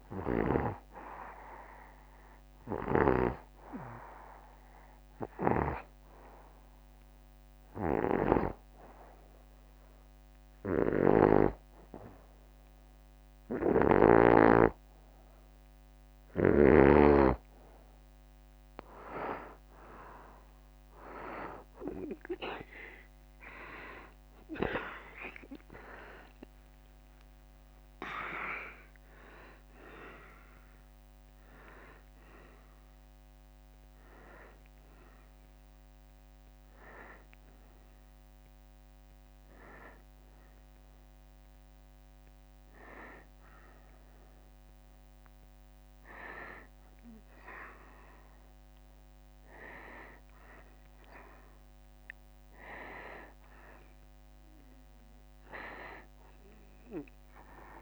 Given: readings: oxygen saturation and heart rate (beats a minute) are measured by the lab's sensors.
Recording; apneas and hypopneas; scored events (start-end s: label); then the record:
breathing in sleep by a microphone on the trachea; 1
2.00-15.50 s: hypopnea (oxygen 93% before, 89% lowest, heart rate 74 before, 73 extreme, up 0 after)
10.50-14.00 s: snoring (device-marked)
20.50-47.50 s: oxygen desaturation (device-marked, oxygen 94% before, 89% lowest, heart rate 74 before, 75 extreme)
25.00-30.00 s: arousal
From the record:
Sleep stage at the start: N2 (light sleep); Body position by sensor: on the right side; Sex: male